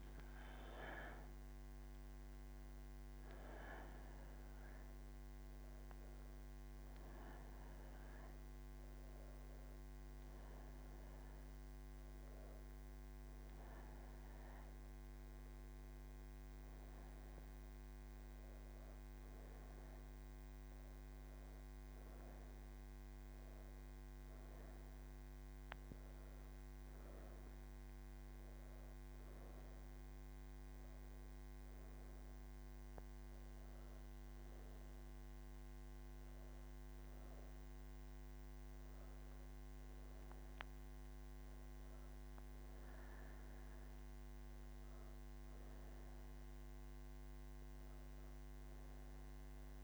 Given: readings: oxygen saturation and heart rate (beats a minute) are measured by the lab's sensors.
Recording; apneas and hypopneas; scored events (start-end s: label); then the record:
breathing in sleep, hard to hear, by a microphone on the trachea; none
none scored
From the record:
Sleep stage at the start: N3 (deep sleep); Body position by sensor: on the right side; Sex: female